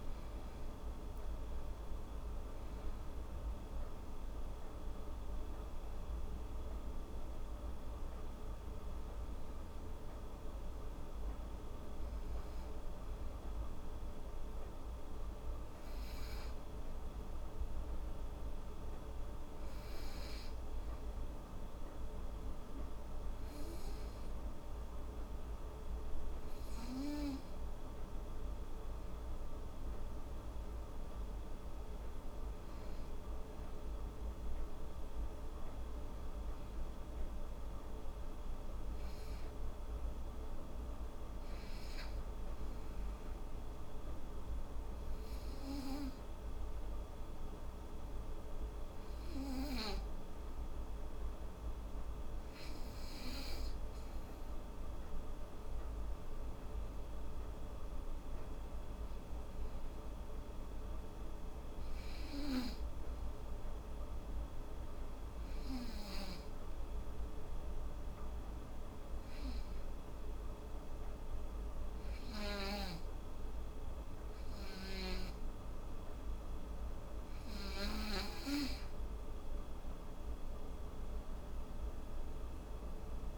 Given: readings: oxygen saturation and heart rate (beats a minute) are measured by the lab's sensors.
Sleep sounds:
breathing in sleep by a room microphone; 3
0.00-1.00 s: arousal
0.00-9.50 s: oxygen desaturation (device-marked, oxygen 90% lowest, heart rate 76 extreme)
19.50-29.50 s: obstructive apnea (oxygen 97% before, 91% lowest, heart rate 85 before, 76 extreme, up 9 after)
34.00-37.00 s: arousal
37.50-49.50 s: oxygen desaturation (device-marked, oxygen 97% before, 91% lowest, heart rate 79 before, 77 extreme)
43.50-53.50 s: obstructive apnea (oxygen 97% before, 88% lowest, heart rate 80 before, 79 extreme, up 10 after)
55.00-58.00 s: arousal
58.50-72.50 s: oxygen desaturation (device-marked, oxygen 97% before, 93% lowest, heart rate 81 before, 80 extreme)
64.00-78.00 s: obstructive apnea (oxygen 97% before, 88% lowest, heart rate 81 before, 80 extreme, up 5 after)
79.50-82.50 s: arousal
79.50-83.38 s: oxygen desaturation (device-marked, oxygen 96% before, 88% lowest, heart rate 82 before, 74 extreme)
From the record:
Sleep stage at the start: N2 (light sleep); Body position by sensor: on the back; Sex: female

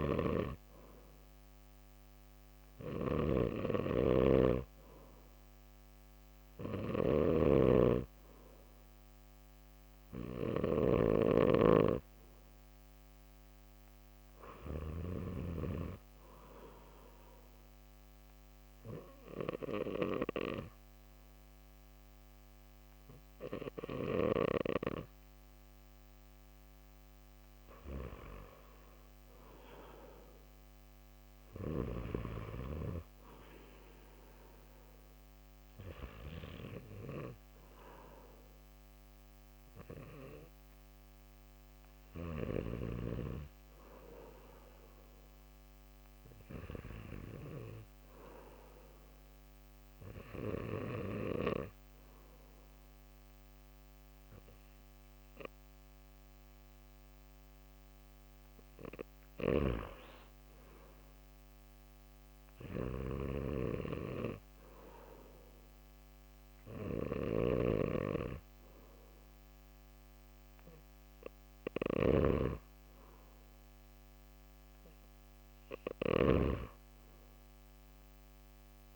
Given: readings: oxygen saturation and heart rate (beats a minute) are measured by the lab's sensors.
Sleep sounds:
breathing in sleep by a microphone on the trachea; 2
0.00-1.00 s: arousal
0.00-10.50 s: snoring (device-marked)
16.00-27.00 s: obstructive apnea (oxygen 95% before, 91% lowest, heart rate 94 before, 68 extreme)
29.50-35.50 s: arousal
48.50-59.50 s: obstructive apnea (oxygen 94% before, 93% lowest, heart rate 135 before, 85 extreme)
62.00-67.50 s: arousal
62.50-78.96 s: snoring (device-marked)
From the record:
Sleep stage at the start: N2 (light sleep); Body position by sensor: on the back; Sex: male

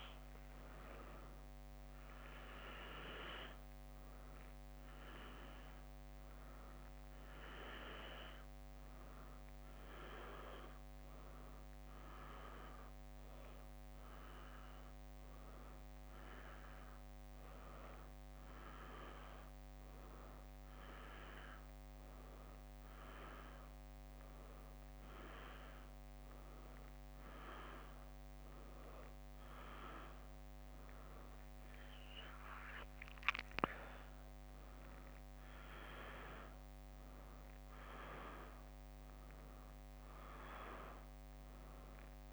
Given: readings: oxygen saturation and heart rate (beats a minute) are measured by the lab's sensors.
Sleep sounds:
a person awake in a sleep study, by a microphone on the trachea; none
17.50-24.00 s: leg movement (device-marked)
From the record:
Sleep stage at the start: awake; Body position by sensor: on the back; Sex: female

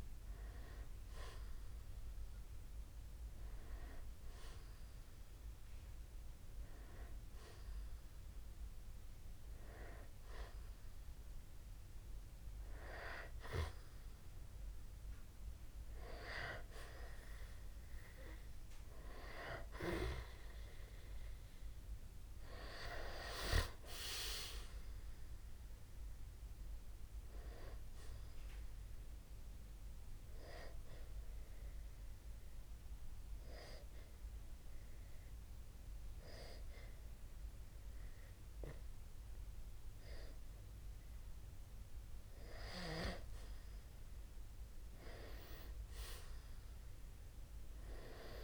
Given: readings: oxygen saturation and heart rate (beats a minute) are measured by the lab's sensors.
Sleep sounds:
breathing in sleep by a room microphone; 1
19.50-24.00 s: arousal
29.50-41.50 s: hypopnea (oxygen 94% before, 91% lowest, heart rate 62 before, 43 extreme, up 4 after)
45.50-48.44 s: arousal
From the record:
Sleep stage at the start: N2 (light sleep); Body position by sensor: on the back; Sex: male

